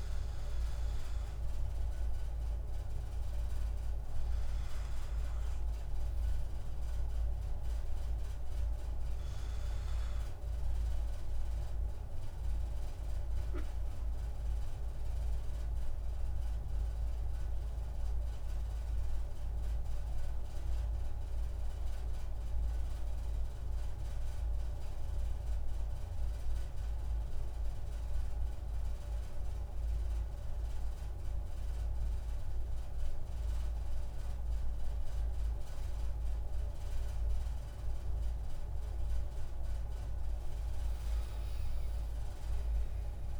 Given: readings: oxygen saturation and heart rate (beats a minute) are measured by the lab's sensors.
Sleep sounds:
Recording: breathing in sleep, hard to hear, by a room microphone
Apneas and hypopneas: 1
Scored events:
0.00-18.50 s: oxygen desaturation (device-marked, oxygen 92% lowest)
10.00-38.00 s: obstructive apnea (oxygen 96% before, 92% lowest)
35.50-43.40 s: oxygen desaturation (device-marked, oxygen 98% before, 94% lowest)
39.50-43.00 s: arousal
From the record:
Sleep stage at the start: N2 (light sleep)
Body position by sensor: on the back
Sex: male

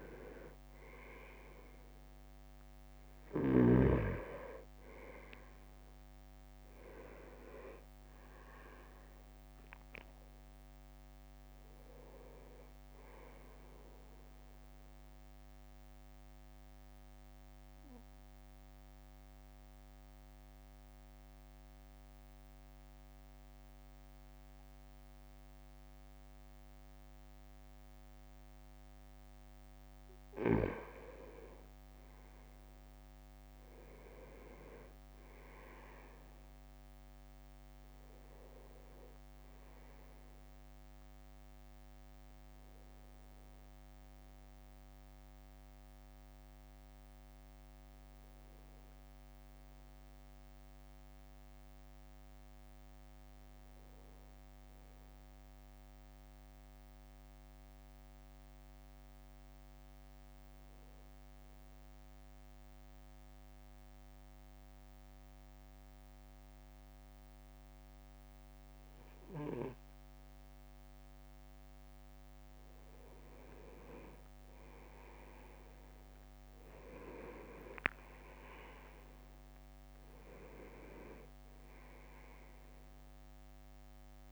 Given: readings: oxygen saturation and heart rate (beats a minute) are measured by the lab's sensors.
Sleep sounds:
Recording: breathing in sleep by a microphone on the trachea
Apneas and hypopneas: 2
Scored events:
0.00-3.00 s: arousal
4.50-10.50 s: leg movement (device-marked)
5.00-19.00 s: drop in pulse transit time (device-marked, heart rate 54 before, 52 extreme)
16.00-29.50 s: mixed apnea (oxygen 99% before, 97% lowest, heart rate 58 before, 53 extreme, up 9 after)
32.00-36.00 s: arousal
32.50-36.00 s: leg movement (device-marked)
35.00-46.00 s: drop in pulse transit time (device-marked, heart rate 54 before, 54 extreme)
56.50-60.00 s: arousal
62.50-72.50 s: mixed apnea (oxygen 99% before, 97% lowest, heart rate 55 before, 56 extreme, up 8 after)
72.00-73.50 s: leg movement (device-marked)
73.50-79.00 s: leg movement (device-marked)
75.50-79.50 s: arousal
77.00-84.32 s: drop in pulse transit time (device-marked, heart rate 57 before, 60 extreme)
79.50-81.50 s: leg movement (device-marked)
82.50-84.32 s: leg movement (device-marked)
From the record:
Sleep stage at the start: N2 (light sleep)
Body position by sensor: on the right side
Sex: male

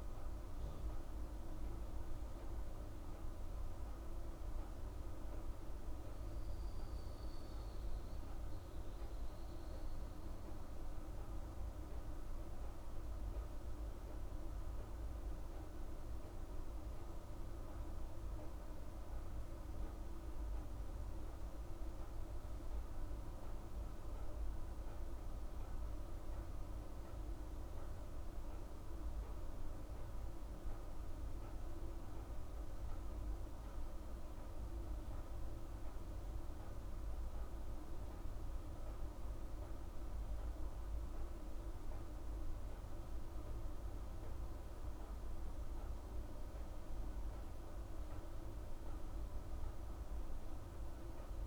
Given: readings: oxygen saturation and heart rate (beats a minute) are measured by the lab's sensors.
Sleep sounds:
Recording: breathing in sleep, hard to hear, by a room microphone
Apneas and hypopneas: none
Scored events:
none scored
From the record:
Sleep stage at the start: N3 (deep sleep)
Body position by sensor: on the right side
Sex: female

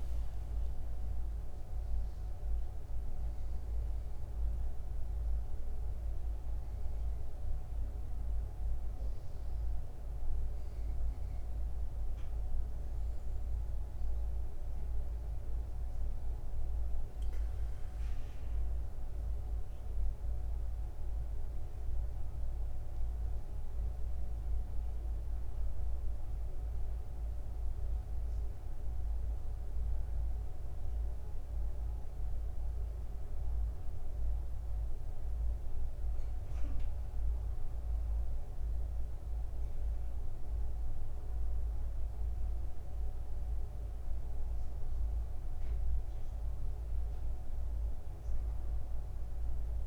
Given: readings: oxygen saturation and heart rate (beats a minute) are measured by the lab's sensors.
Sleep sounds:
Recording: a person partly awake in a sleep study, hard to hear, by a room microphone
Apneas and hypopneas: none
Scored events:
0.00-1.00 s: long interval between heartbeats (device-marked, heart rate 69 extreme)
1.00-49.87 s: new sleep stage, N1 (lightest sleep)
12.50-14.50 s: long interval between heartbeats (device-marked, heart rate 83 before, 89 extreme)
33.50-35.50 s: long interval between heartbeats (device-marked, heart rate 89 before, 89 extreme)
48.00-49.87 s: long interval between heartbeats (device-marked, heart rate 86 before, 82 extreme)
From the record:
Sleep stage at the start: awake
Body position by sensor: upright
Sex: male

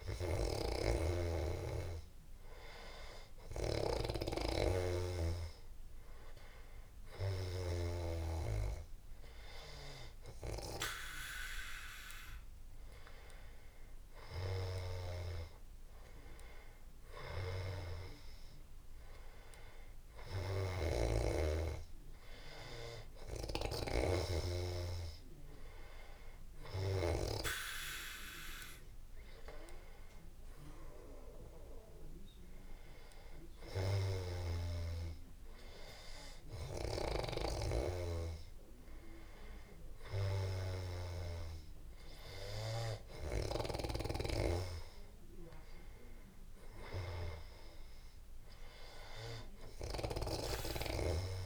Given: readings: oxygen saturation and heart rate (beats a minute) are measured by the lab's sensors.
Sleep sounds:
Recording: breathing in sleep by a room microphone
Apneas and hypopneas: none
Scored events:
none scored
From the record:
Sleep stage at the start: N2 (light sleep)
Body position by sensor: on the back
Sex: male

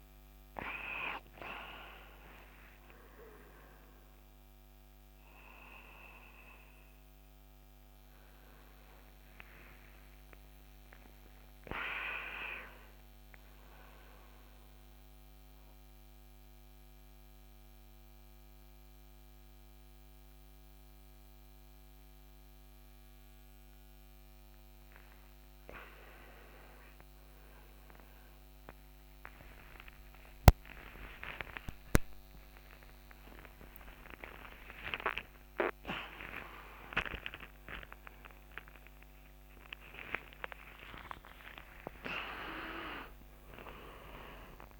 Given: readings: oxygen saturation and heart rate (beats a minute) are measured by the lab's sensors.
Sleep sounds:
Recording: a person awake in a sleep study, by a microphone on the trachea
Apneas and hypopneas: none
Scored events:
none scored
From the record:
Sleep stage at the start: awake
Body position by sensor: on the right side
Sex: male

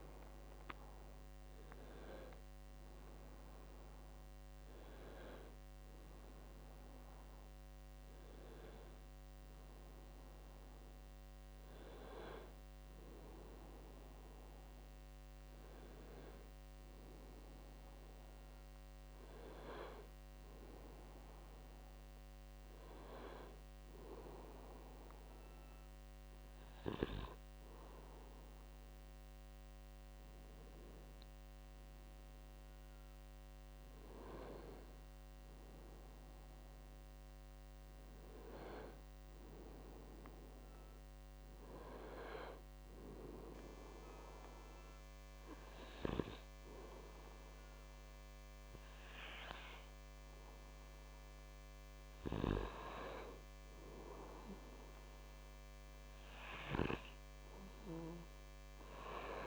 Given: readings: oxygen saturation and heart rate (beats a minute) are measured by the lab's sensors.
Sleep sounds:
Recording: breathing in sleep by a microphone on the trachea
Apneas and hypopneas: 1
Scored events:
0.00-1.50 s: arousal
22.50-33.50 s: hypopnea (oxygen 98% before, 92% lowest, heart rate 72 before, 63 extreme, up 9 after)
52.50-59.47 s: new sleep stage, awake
From the record:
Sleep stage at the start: N1 (lightest sleep)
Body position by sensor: on the back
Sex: male

